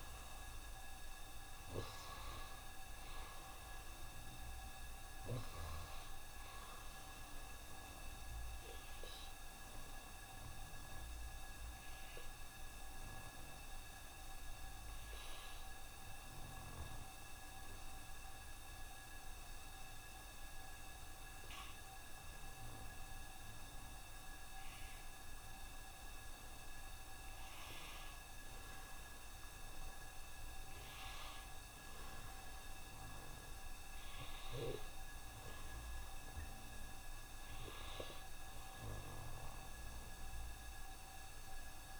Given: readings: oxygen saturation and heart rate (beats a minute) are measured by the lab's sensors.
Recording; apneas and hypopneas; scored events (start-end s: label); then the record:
breathing in sleep, hard to hear, by a room microphone; 1
0.00-1.50 s: arousal
0.50-22.50 s: oxygen desaturation (device-marked, oxygen 93% before, 87% lowest, heart rate 69 before, 68 extreme)
10.00-26.50 s: hypopnea (oxygen 93% before, 82% lowest, heart rate 69 before, 68 extreme, up 2 after)
30.50-42.00 s: new sleep stage, N2 (light sleep)
31.00-35.50 s: arousal
35.50-42.00 s: oxygen desaturation (device-marked, oxygen 93% before, 88% lowest, heart rate 69 before, 68 extreme)
From the record:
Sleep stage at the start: N1 (lightest sleep); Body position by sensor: on the right side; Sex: male